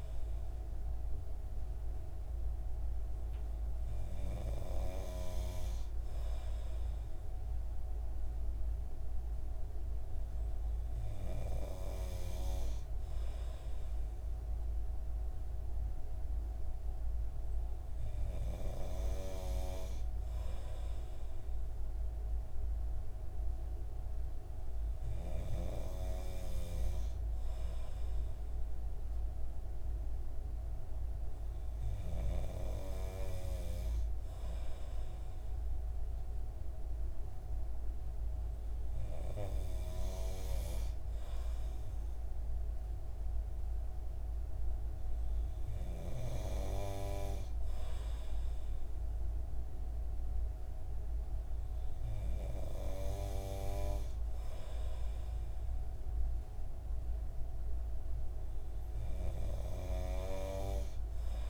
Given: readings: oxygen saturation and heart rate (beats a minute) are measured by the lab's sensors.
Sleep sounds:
breathing in sleep by a room microphone; none
none scored
From the record:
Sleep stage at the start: N2 (light sleep); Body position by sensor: on the right side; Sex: male

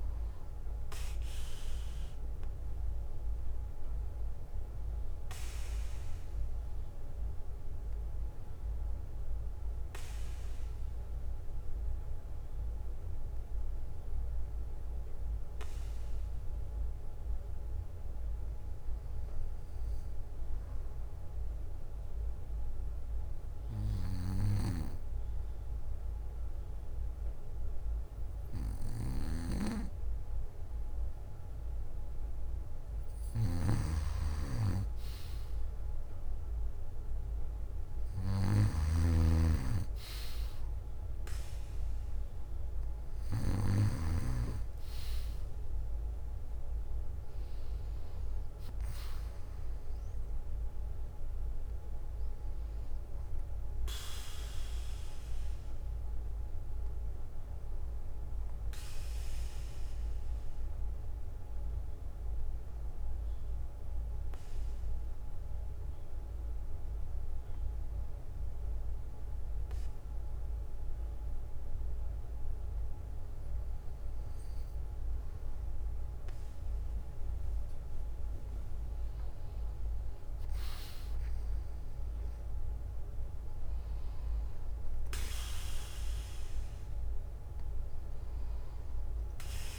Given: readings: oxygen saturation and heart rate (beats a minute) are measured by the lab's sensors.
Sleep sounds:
breathing in sleep by a room microphone; 2
3.00-5.00 s: bradycardia (device-marked, heart rate 59 before, 64 extreme)
7.00-9.00 s: bradycardia (device-marked, heart rate 59 before, 57 extreme)
11.00-27.00 s: hypopnea (oxygen 97% before, 93% lowest, heart rate 61 before, 54 extreme, up 5 after)
13.00-22.00 s: bradycardia (device-marked, heart rate 59 before, 54 extreme)
23.00-33.00 s: bradycardia (device-marked, heart rate 59 before, 58 extreme)
30.00-34.50 s: arousal
33.50-44.50 s: snoring (device-marked)
39.00-41.00 s: bradycardia (device-marked, heart rate 59 before, 61 extreme)
53.00-55.00 s: bradycardia (device-marked, heart rate 59 before, 59 extreme)
59.00-61.00 s: bradycardia (device-marked, heart rate 59 before, 56 extreme)
60.50-73.50 s: obstructive apnea (oxygen 96% before, 93% lowest, heart rate 62 before, 54 extreme, up 14 after)
63.00-73.00 s: bradycardia (device-marked, heart rate 59 before, 54 extreme)
78.00-82.00 s: arousal
84.00-86.00 s: bradycardia (device-marked, heart rate 59 before, 64 extreme)
87.00-89.00 s: bradycardia (device-marked, heart rate 59 before, 58 extreme)
From the record:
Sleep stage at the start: N2 (light sleep); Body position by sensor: on the back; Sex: male

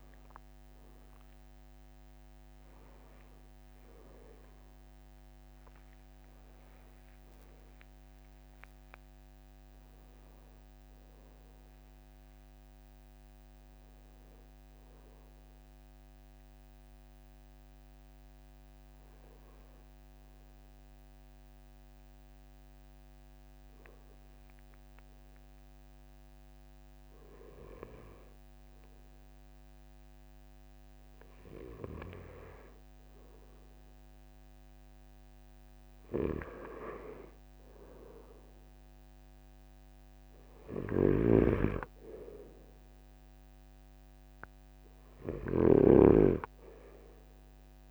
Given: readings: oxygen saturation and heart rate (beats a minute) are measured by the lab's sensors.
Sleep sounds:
breathing in sleep by a microphone on the trachea; 1
1.00-6.50 s: arousal
3.00-5.00 s: long interval between heartbeats (device-marked, heart rate 48 before, 61 extreme)
5.50-7.50 s: long interval between heartbeats (device-marked, heart rate 51 before, 68 extreme)
8.50-10.50 s: long interval between heartbeats (device-marked, heart rate 56 before, 90 extreme)
17.00-30.50 s: obstructive apnea (oxygen 96% before, 94% lowest, heart rate 68 before, 44 extreme, up 3 after)
31.00-35.50 s: arousal
40.50-47.91 s: snoring (device-marked)
From the record:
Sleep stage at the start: N2 (light sleep); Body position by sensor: on the right side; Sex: male

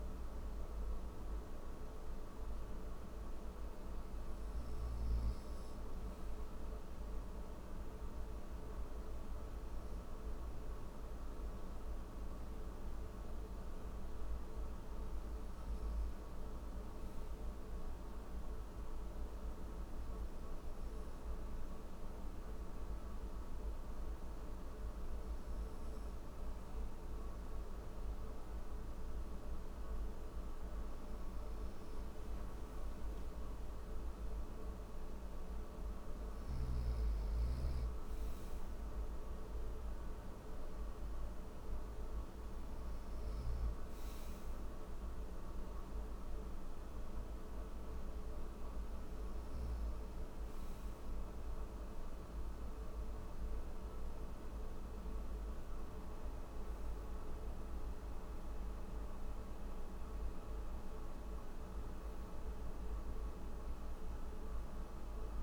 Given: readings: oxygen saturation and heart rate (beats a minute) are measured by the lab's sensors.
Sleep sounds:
breathing in sleep, hard to hear, by a room microphone; none
none scored
From the record:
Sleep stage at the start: N1 (lightest sleep); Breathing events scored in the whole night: 29 in 6.0 hours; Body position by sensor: on the right side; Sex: male

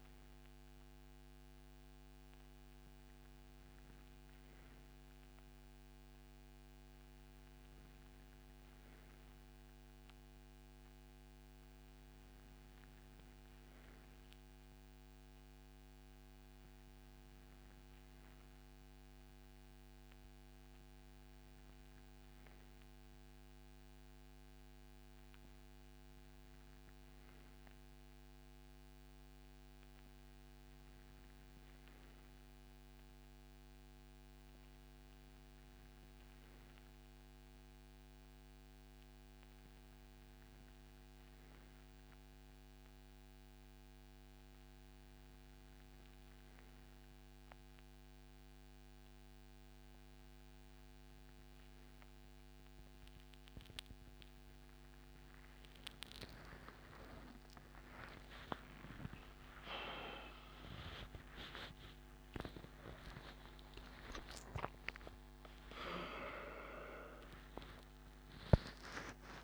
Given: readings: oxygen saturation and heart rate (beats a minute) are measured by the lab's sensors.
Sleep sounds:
breathing in sleep by a microphone on the trachea; none
60.50-69.44 s: new sleep stage, awake
From the record:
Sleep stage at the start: N2 (light sleep); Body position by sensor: on the right side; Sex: male

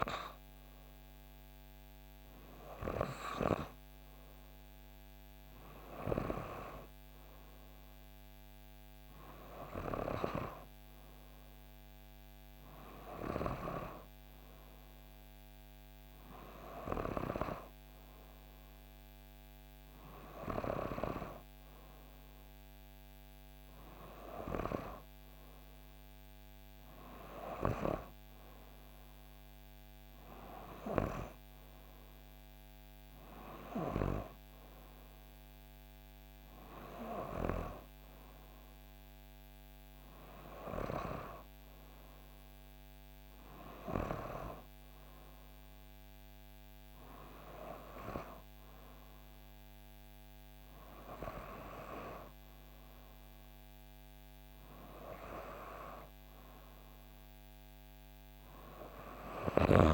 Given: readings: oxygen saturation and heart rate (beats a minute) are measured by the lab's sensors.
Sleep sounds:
breathing in sleep by a microphone on the trachea; none
none scored
From the record:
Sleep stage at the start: N2 (light sleep); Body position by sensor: on the back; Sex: female

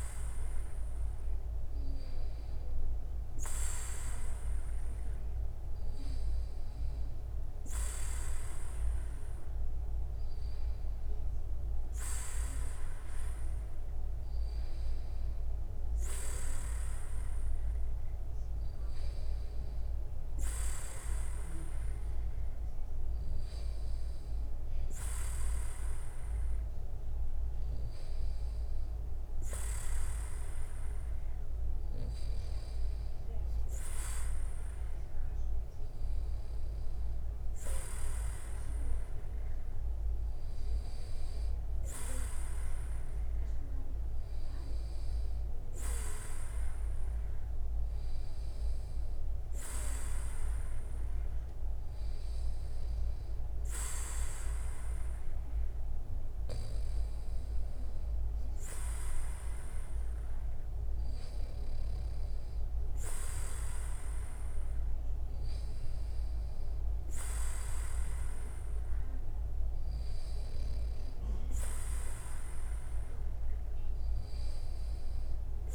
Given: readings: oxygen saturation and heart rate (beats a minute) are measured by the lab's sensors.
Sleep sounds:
breathing in sleep by a room microphone; none
none scored
From the record:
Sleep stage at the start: N2 (light sleep); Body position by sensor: on the back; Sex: male

